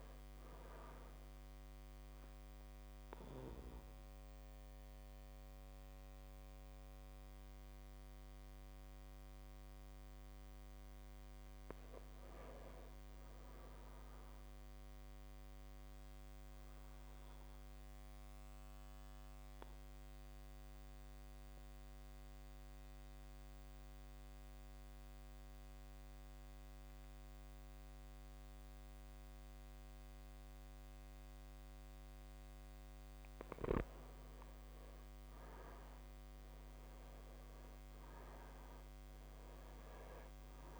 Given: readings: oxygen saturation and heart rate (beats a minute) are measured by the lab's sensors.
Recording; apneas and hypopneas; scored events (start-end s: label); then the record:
breathing in sleep by a microphone on the trachea; 2
1.50-11.50 s: obstructive apnea (oxygen 98% before, 94% lowest)
8.00-22.00 s: oxygen desaturation (device-marked, oxygen 98% before, 95% lowest)
12.00-14.00 s: long interval between heartbeats (device-marked)
12.00-15.00 s: arousal
19.00-33.00 s: mixed apnea (oxygen 98% before, 94% lowest)
34.50-38.50 s: arousal
From the record:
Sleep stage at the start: N2 (light sleep); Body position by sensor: on the back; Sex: male